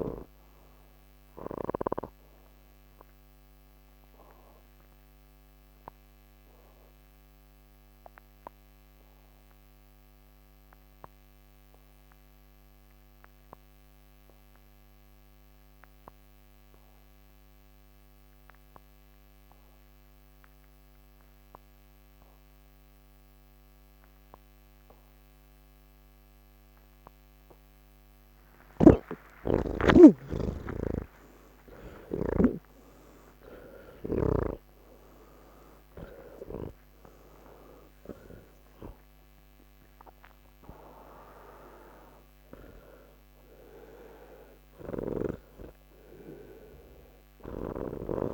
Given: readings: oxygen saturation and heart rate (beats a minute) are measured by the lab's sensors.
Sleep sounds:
breathing in sleep by a microphone on the trachea; 1
0.00-13.50 s: oxygen desaturation (device-marked, oxygen 78% lowest, heart rate 59 extreme)
9.50-29.00 s: obstructive apnea (oxygen 92% before, 78% lowest, heart rate 128 before, 89 extreme, up 46 after)
19.50-48.34 s: oxygen desaturation (device-marked, oxygen 99% before, 78% lowest, heart rate 138 before, 89 extreme)
28.50-32.50 s: snoring (device-marked)
From the record:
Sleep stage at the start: N1 (lightest sleep); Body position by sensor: on the back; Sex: male

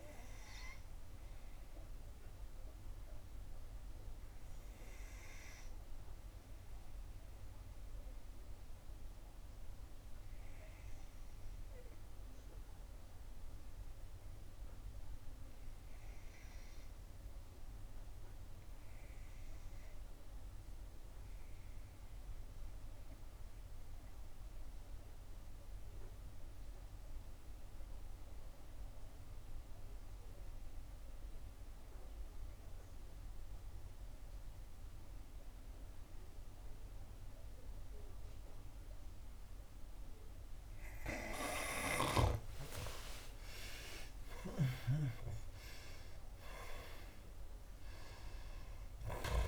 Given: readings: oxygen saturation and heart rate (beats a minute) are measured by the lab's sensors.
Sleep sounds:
breathing in sleep by a room microphone; 1
0.00-19.50 s: oxygen desaturation (device-marked, oxygen 90% lowest, heart rate 56 extreme)
5.50-41.00 s: obstructive apnea (oxygen 97% before, 87% lowest, heart rate 71 before, 59 extreme, up 10 after)
33.50-49.48 s: oxygen desaturation (device-marked, oxygen 97% before, 87% lowest, heart rate 63 before, 60 extreme)
42.50-49.00 s: arousal
From the record:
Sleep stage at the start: N2 (light sleep); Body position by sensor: on the back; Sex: female

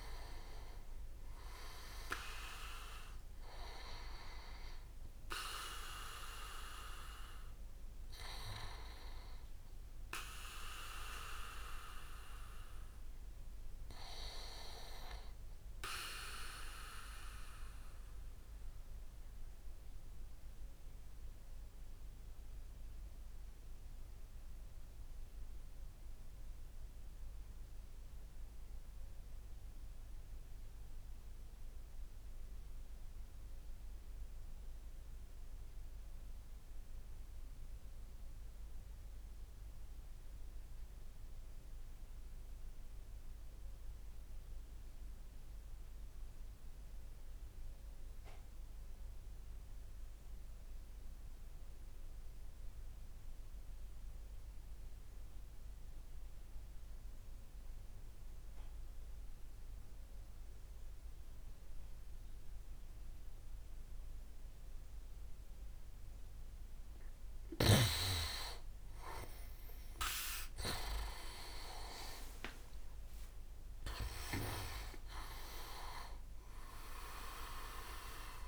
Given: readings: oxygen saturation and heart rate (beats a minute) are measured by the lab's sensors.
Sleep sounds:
breathing in sleep by a room microphone; 1
0.00-23.50 s: oxygen desaturation (device-marked, oxygen 85% lowest, heart rate 51 extreme)
17.50-65.00 s: obstructive apnea (oxygen 95% before, 85% lowest, heart rate 72 before, 56 extreme, up 19 after)
51.50-78.48 s: oxygen desaturation (device-marked, oxygen 99% before, 91% lowest, heart rate 60 before, 56 extreme)
69.50-74.00 s: arousal
71.00-73.50 s: leg movement (device-marked)
From the record:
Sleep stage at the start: REM sleep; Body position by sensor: on the back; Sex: male

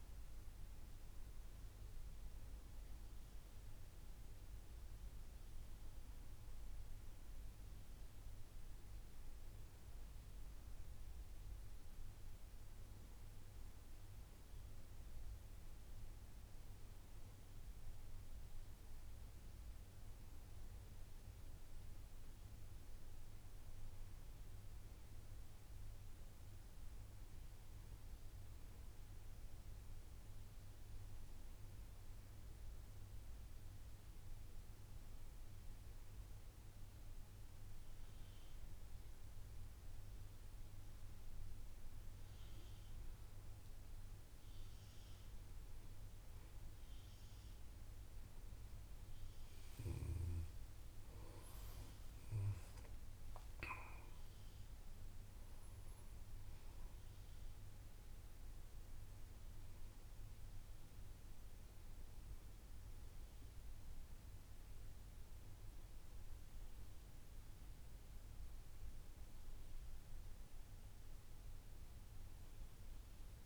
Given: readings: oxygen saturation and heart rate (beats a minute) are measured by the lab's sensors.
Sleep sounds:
breathing in sleep, hard to hear, by a room microphone; none
17.50-20.50 s: oxygen desaturation (device-marked, oxygen 97% before, 95% lowest, heart rate 60 before, 58 extreme)
From the record:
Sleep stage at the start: N1 (lightest sleep); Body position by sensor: on the back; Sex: male

